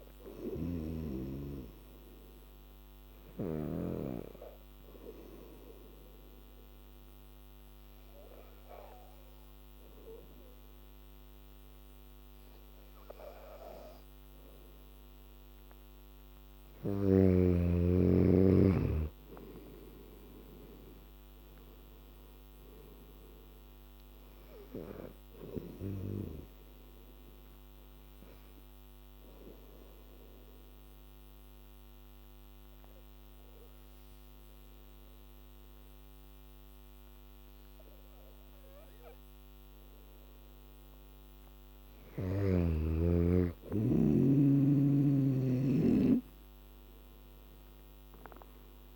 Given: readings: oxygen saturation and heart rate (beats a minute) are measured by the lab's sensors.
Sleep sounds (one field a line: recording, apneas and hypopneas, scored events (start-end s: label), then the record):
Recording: breathing in sleep by a microphone on the trachea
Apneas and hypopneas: 2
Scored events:
0.00-7.50 s: oxygen desaturation (device-marked, oxygen 94% lowest, heart rate 77 extreme)
3.50-15.50 s: hypopnea (oxygen 97% before, 92% lowest, heart rate 82 before, 77 extreme, up 9 after)
19.50-23.00 s: arousal
21.50-36.50 s: oxygen desaturation (device-marked, oxygen 96% before, 92% lowest, heart rate 80 before, 63 extreme)
30.00-40.50 s: obstructive apnea (oxygen 96% before, 91% lowest, heart rate 82 before, 63 extreme, up 4 after)
42.00-45.00 s: arousal
43.50-48.96 s: oxygen desaturation (device-marked, oxygen 99% before, 92% lowest, heart rate 80 before, 63 extreme)
From the record:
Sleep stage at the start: N2 (light sleep)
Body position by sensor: on the back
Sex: female